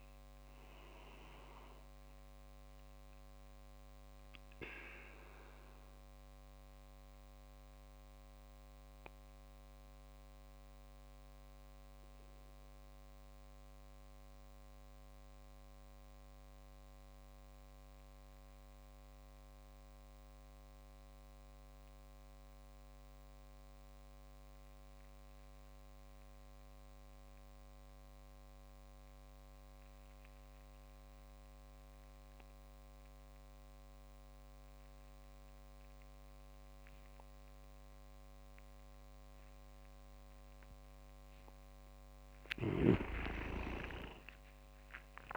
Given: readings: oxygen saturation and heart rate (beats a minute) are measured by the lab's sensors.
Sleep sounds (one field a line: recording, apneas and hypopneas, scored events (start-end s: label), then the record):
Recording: breathing in sleep by a microphone on the trachea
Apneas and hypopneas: 1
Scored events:
4.50-40.50 s: mixed apnea (oxygen 98% before, 94% lowest)
37.00-45.37 s: oxygen desaturation (device-marked, oxygen 99% before, 94% lowest)
42.00-45.00 s: leg movement (device-marked)
42.00-45.37 s: arousal
From the record:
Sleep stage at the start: N2 (light sleep)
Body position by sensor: on the back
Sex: male